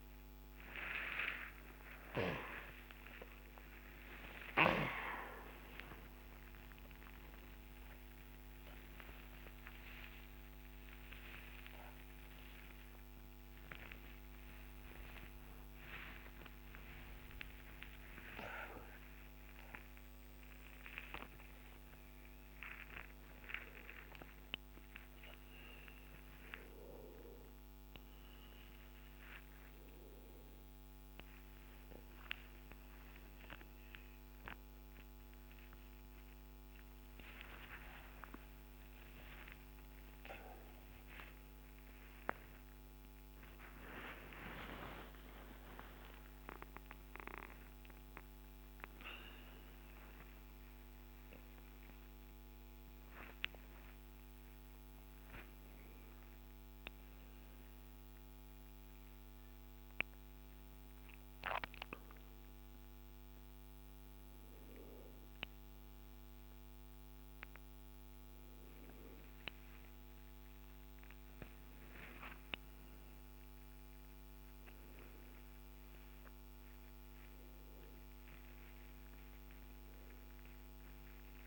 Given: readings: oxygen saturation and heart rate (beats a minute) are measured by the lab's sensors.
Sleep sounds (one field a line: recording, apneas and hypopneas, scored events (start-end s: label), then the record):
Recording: a person awake in a sleep study, by a microphone on the trachea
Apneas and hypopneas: none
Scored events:
0.00-1.00 s: long interval between heartbeats (device-marked, heart rate 102 extreme)
0.00-12.50 s: tachycardia (device-marked, heart rate 173 extreme)
2.00-4.00 s: long interval between heartbeats (device-marked, heart rate 97 before, 133 extreme)
5.00-7.00 s: long interval between heartbeats (device-marked, heart rate 106 before, 128 extreme)
8.00-10.00 s: long interval between heartbeats (device-marked, heart rate 111 before, 139 extreme)
10.50-12.50 s: long interval between heartbeats (device-marked, heart rate 117 before, 147 extreme)
14.00-16.00 s: long interval between heartbeats (device-marked, heart rate 122 before, 119 extreme)
19.50-26.50 s: tachycardia (device-marked, heart rate 70 before, 148 extreme)
22.50-24.50 s: long interval between heartbeats (device-marked, heart rate 122 before, 112 extreme)
26.00-28.00 s: long interval between heartbeats (device-marked, heart rate 120 before, 142 extreme)
31.50-51.50 s: oxygen desaturation (device-marked, oxygen 98% before, 92% lowest, heart rate 112 before, 59 extreme)
32.50-34.50 s: long interval between heartbeats (device-marked, heart rate 108 before, 73 extreme)
37.00-39.00 s: long interval between heartbeats (device-marked, heart rate 99 before, 87 extreme)
70.00-72.00 s: long interval between heartbeats (device-marked, heart rate 67 before, 72 extreme)
74.50-76.50 s: long interval between heartbeats (device-marked, heart rate 69 before, 89 extreme)
78.50-80.50 s: long interval between heartbeats (device-marked, heart rate 72 before, 95 extreme)
From the record:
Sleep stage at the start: awake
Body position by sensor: on the left side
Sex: male